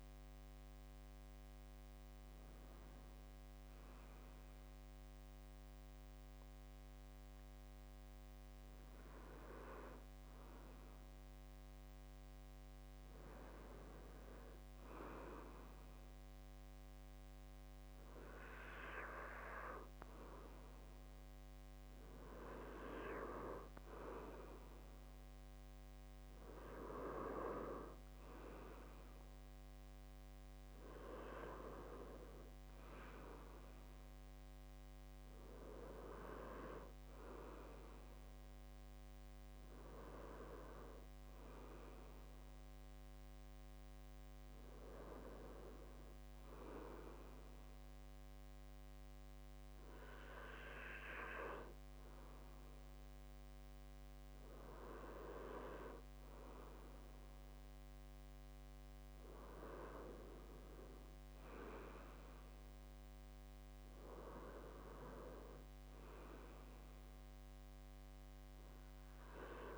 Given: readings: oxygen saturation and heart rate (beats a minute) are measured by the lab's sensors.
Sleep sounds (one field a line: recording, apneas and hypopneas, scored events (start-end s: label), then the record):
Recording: breathing in sleep by a microphone on the trachea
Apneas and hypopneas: 1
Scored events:
1.00-12.50 s: hypopnea (oxygen 96% before, 94% lowest, heart rate 69 before, 57 extreme, up 2 after)
15.50-19.50 s: arousal
From the record:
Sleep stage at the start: N2 (light sleep)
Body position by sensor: on the left side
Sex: male